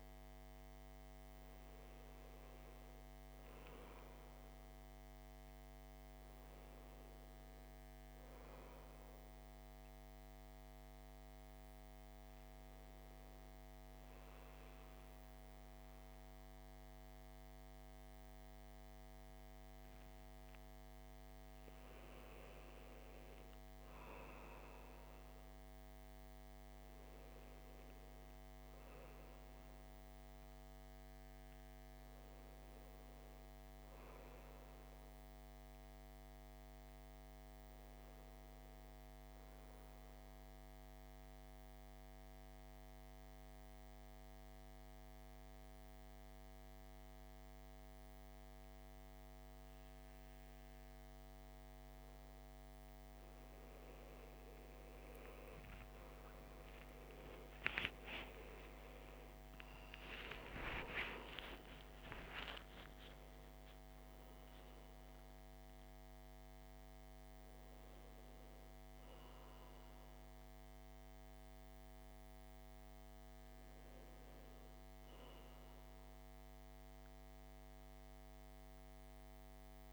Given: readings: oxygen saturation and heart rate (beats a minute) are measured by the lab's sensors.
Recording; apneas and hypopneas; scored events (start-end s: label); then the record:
breathing in sleep, hard to hear, by a microphone on the trachea; 2
0.00-7.50 s: oxygen desaturation (device-marked, oxygen 92% lowest, heart rate 54 extreme)
8.50-21.00 s: obstructive apnea (oxygen 97% before, 91% lowest, heart rate 59 before, 54 extreme, up 6 after)
22.50-27.00 s: arousal
40.00-52.50 s: mixed apnea (oxygen 96% before, 91% lowest, heart rate 57 before, 55 extreme, up 30 after)
44.50-79.93 s: new sleep stage, N1 (lightest sleep)
57.00-62.50 s: arousal
61.50-79.93 s: oxygen desaturation (device-marked, oxygen 97% before, 91% lowest, heart rate 63 before, 54 extreme)
From the record:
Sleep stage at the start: N2 (light sleep); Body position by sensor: on the back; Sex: male